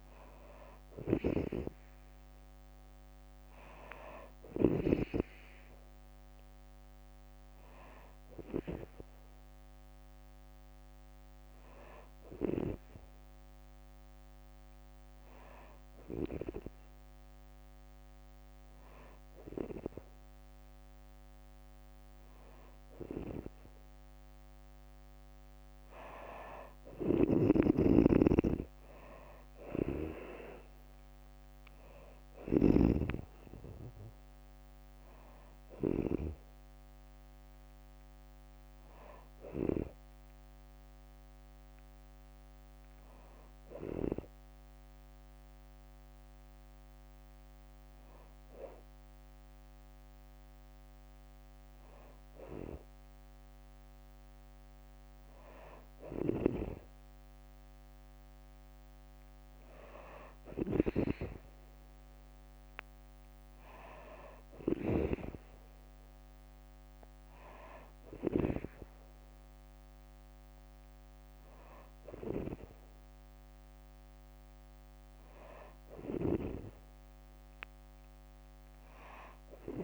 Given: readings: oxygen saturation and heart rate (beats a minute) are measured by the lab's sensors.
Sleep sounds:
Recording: breathing in sleep by a microphone on the trachea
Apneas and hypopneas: none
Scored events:
0.00-4.50 s: snoring (device-marked)
16.50-46.50 s: new sleep stage, N3 (deep sleep)
26.50-35.50 s: snoring (device-marked)
27.50-39.50 s: drop in pulse transit time (device-marked, heart rate 65 before, 67 extreme)
46.50-79.84 s: new sleep stage, N2 (light sleep)
55.50-68.00 s: snoring (device-marked)
75.50-79.84 s: snoring (device-marked)
From the record:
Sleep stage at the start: N2 (light sleep)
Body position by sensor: on the back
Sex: female

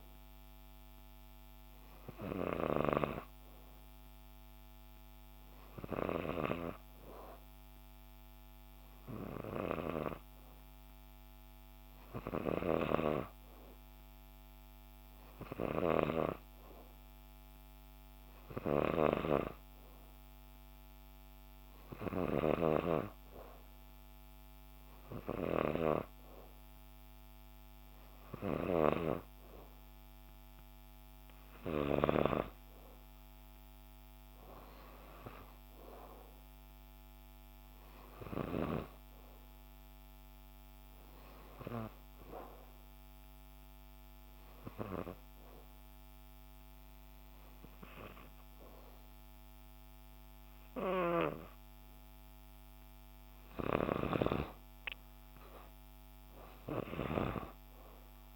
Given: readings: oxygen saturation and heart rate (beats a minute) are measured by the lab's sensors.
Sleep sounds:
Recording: breathing in sleep by a microphone on the trachea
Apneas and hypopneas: 1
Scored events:
0.00-9.00 s: oxygen desaturation (device-marked, oxygen 89% lowest, heart rate 60 extreme)
34.50-38.50 s: arousal
42.50-53.50 s: obstructive apnea (oxygen 94% before, 91% lowest, heart rate 61 before, 59 extreme, up 2 after)
55.50-58.36 s: arousal
From the record:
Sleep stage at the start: N2 (light sleep)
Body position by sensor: on the right side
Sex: female

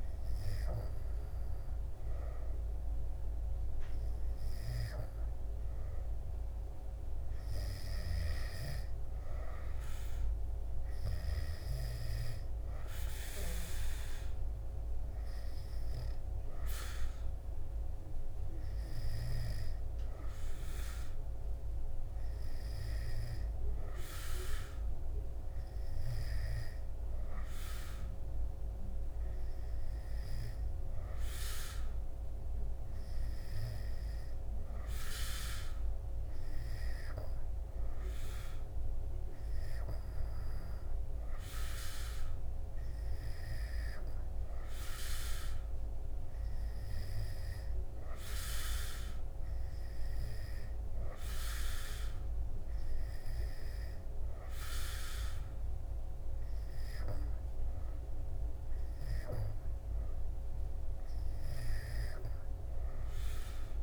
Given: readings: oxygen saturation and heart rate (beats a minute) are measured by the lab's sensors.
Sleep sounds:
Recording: breathing in sleep by a room microphone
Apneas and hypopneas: none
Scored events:
none scored
From the record:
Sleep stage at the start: N2 (light sleep)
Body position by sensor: on the back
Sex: male

